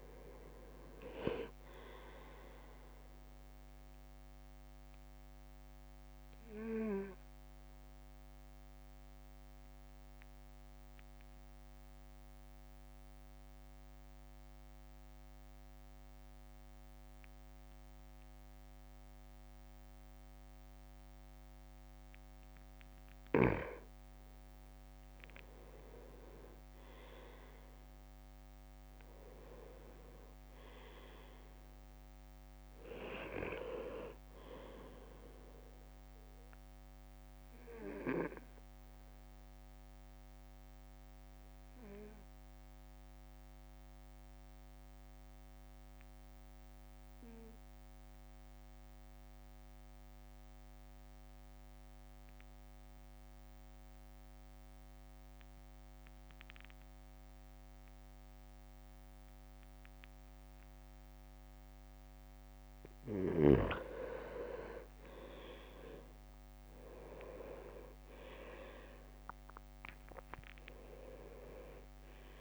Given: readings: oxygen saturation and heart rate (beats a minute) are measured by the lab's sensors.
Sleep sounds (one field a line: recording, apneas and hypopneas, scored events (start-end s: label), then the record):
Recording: breathing in sleep by a microphone on the trachea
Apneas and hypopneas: 2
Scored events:
0.50-12.50 s: drop in pulse transit time (device-marked, heart rate 56 before, 52 extreme)
2.50-72.41 s: new sleep stage, N2 (light sleep)
5.00-23.00 s: mixed apnea (oxygen 99% before, 96% lowest, heart rate 56 before, 52 extreme, up 4 after)
24.00-26.00 s: leg movement (device-marked)
25.00-28.00 s: arousal
38.00-63.50 s: obstructive apnea (oxygen 99% before, 96% lowest, heart rate 55 before, 50 extreme, up 7 after)
67.00-72.41 s: arousal
68.50-72.41 s: drop in pulse transit time (device-marked, heart rate 55 before, 54 extreme)
From the record:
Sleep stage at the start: N1 (lightest sleep)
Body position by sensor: on the right side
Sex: male